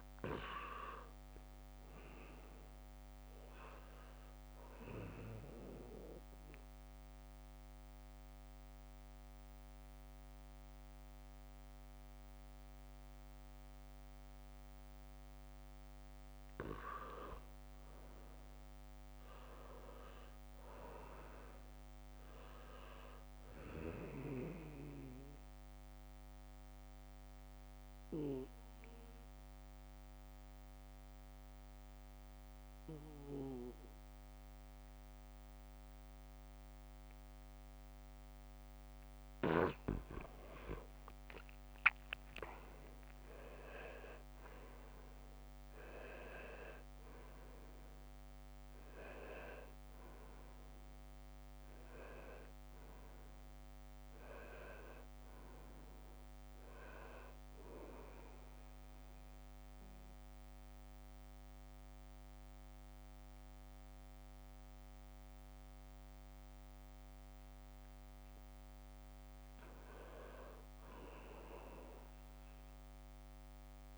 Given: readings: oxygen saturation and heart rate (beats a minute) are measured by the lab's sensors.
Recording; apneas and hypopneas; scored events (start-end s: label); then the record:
breathing in sleep by a microphone on the trachea; 3
0.00-10.00 s: oxygen desaturation (device-marked, oxygen 91% lowest, heart rate 76 extreme)
7.00-18.00 s: mixed apnea (oxygen 96% before, 85% lowest, heart rate 78 before, 76 extreme, up 0 after)
19.00-22.50 s: arousal
22.00-36.00 s: oxygen desaturation (device-marked, oxygen 94% before, 86% lowest, heart rate 78 before, 77 extreme)
26.00-40.00 s: mixed apnea (oxygen 94% before, 85% lowest, heart rate 78 before, 77 extreme, up 0 after)
41.00-45.50 s: arousal
45.00-66.00 s: oxygen desaturation (device-marked, oxygen 97% before, 85% lowest, heart rate 79 before, 76 extreme)
59.00-69.50 s: mixed apnea (oxygen 97% before, 85% lowest, heart rate 79 before, 76 extreme, up 2 after)
71.50-73.98 s: arousal
From the record:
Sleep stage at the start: N2 (light sleep); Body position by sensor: on the back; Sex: male